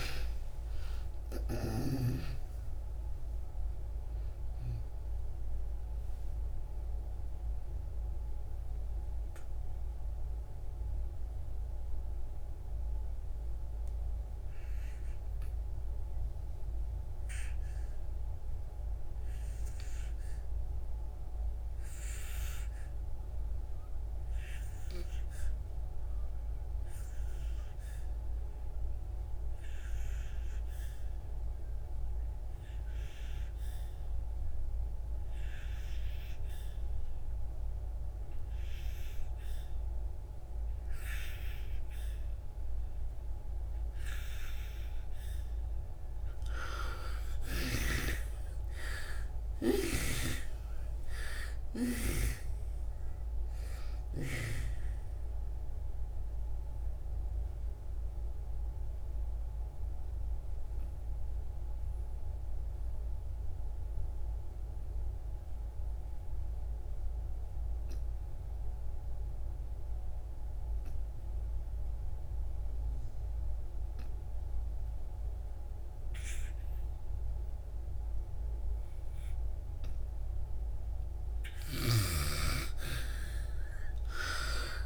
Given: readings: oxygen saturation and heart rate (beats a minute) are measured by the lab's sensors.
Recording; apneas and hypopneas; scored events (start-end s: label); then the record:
breathing in sleep by a room microphone; 2
0.00-22.50 s: oxygen desaturation (device-marked, oxygen 69% lowest, heart rate 50 extreme)
6.00-45.50 s: mixed apnea (oxygen 97% before, 66% lowest, heart rate 80 before, 50 extreme)
27.50-75.50 s: oxygen desaturation (device-marked, oxygen 96% before, 66% lowest, heart rate 69 before, 50 extreme)
46.50-51.00 s: arousal
56.00-80.50 s: mixed apnea (oxygen 96% before, 66% lowest, heart rate 77 before, 62 extreme, up 12 after)
81.50-84.86 s: oxygen desaturation (device-marked, oxygen 97% before, 68% lowest, heart rate 66 before, 47 extreme)
81.50-84.86 s: snoring (device-marked)
82.50-84.86 s: arousal
From the record:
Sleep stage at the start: N2 (light sleep); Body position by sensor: on the back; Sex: female